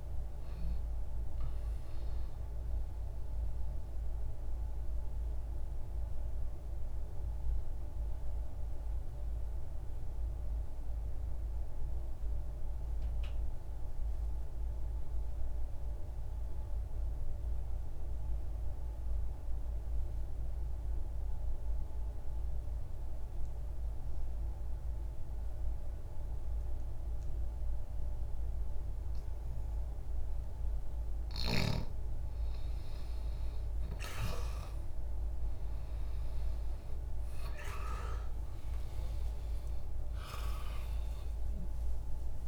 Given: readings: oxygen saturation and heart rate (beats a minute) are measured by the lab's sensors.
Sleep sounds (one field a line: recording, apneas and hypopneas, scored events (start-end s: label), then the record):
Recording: breathing in sleep by a room microphone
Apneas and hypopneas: 1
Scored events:
0.00-9.00 s: oxygen desaturation (device-marked, oxygen 86% lowest, heart rate 60 extreme)
3.00-30.00 s: mixed apnea (oxygen 97% before, 80% lowest, heart rate 61 before, 60 extreme, up 0 after)
15.00-28.00 s: oxygen desaturation (device-marked, oxygen 87% before, 80% lowest, heart rate 61 before, 60 extreme)
30.00-42.47 s: oxygen desaturation (device-marked, oxygen 97% before, 85% lowest, heart rate 60 before, 59 extreme)
38.00-42.47 s: arousal
From the record:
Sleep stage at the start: N2 (light sleep)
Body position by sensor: on the left side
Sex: male